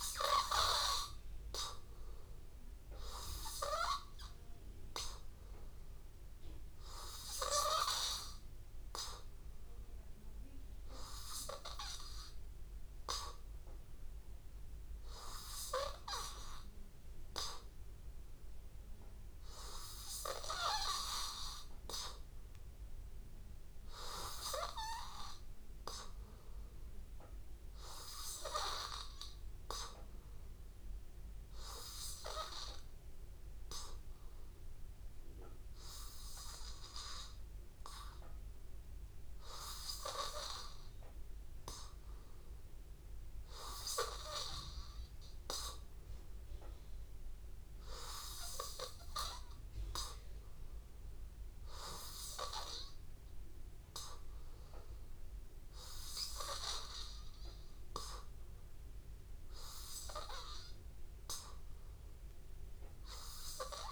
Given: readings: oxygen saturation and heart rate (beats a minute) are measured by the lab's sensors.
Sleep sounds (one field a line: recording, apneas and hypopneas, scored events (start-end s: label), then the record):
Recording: breathing in sleep by a room microphone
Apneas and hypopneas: none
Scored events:
0.00-13.00 s: oxygen desaturation (device-marked, oxygen 91% lowest, heart rate 83 extreme)
60.50-63.92 s: arousal
From the record:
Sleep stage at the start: N2 (light sleep)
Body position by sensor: on the back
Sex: male